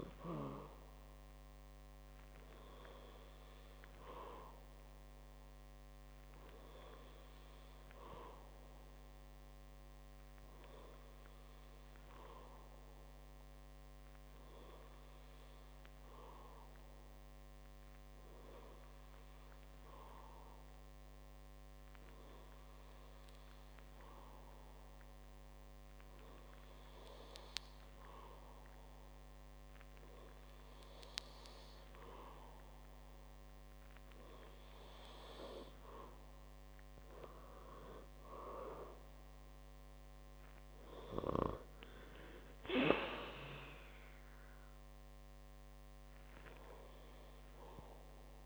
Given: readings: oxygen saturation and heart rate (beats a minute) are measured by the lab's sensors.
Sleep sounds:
breathing in sleep by a microphone on the trachea; none
38.00-42.00 s: arousal
From the record:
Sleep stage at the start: N2 (light sleep); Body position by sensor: on the back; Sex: male

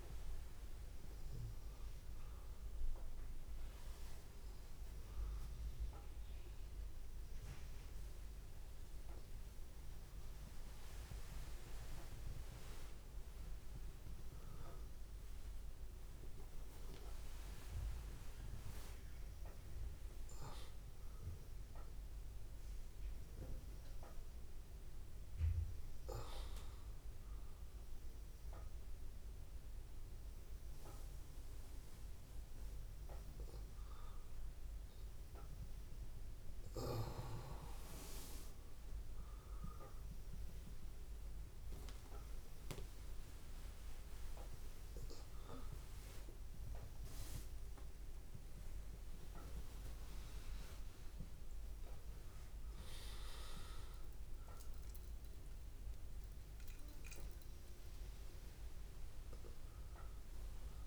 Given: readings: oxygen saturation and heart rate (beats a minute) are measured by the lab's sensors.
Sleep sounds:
a person awake in a sleep study, by a room microphone; none
4.50-6.50 s: long interval between heartbeats (device-marked, heart rate 92 before, 89 extreme)
10.00-12.00 s: long interval between heartbeats (device-marked, heart rate 93 before, 120 extreme)
16.50-18.50 s: long interval between heartbeats (device-marked, heart rate 102 before, 109 extreme)
31.50-33.50 s: long interval between heartbeats (device-marked, heart rate 99 before, 90 extreme)
35.00-37.00 s: long interval between heartbeats (device-marked, heart rate 95 before, 91 extreme)
41.50-43.50 s: long interval between heartbeats (device-marked, heart rate 90 before, 98 extreme)
44.00-46.00 s: long interval between heartbeats (device-marked, heart rate 90 before, 102 extreme)
50.00-52.00 s: long interval between heartbeats (device-marked, heart rate 94 before, 90 extreme)
57.50-59.50 s: long interval between heartbeats (device-marked, heart rate 95 before, 90 extreme)
From the record:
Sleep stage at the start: awake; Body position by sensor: on the back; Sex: male

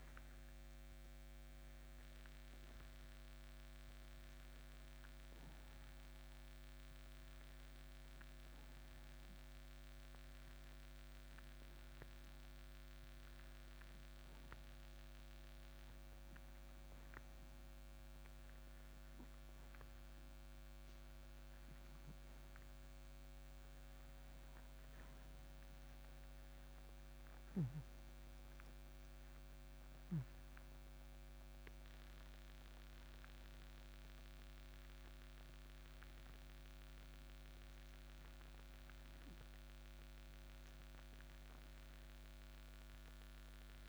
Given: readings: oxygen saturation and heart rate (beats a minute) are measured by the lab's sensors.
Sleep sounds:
breathing in sleep, hard to hear, by a microphone on the trachea; 1
0.00-11.00 s: oxygen desaturation (device-marked, oxygen 94% lowest, heart rate 59 extreme)
7.00-22.50 s: hypopnea (oxygen 97% before, 91% lowest, heart rate 62 before, 59 extreme, up 6 after)
24.50-27.50 s: arousal
From the record:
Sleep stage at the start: N2 (light sleep); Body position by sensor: on the back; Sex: male

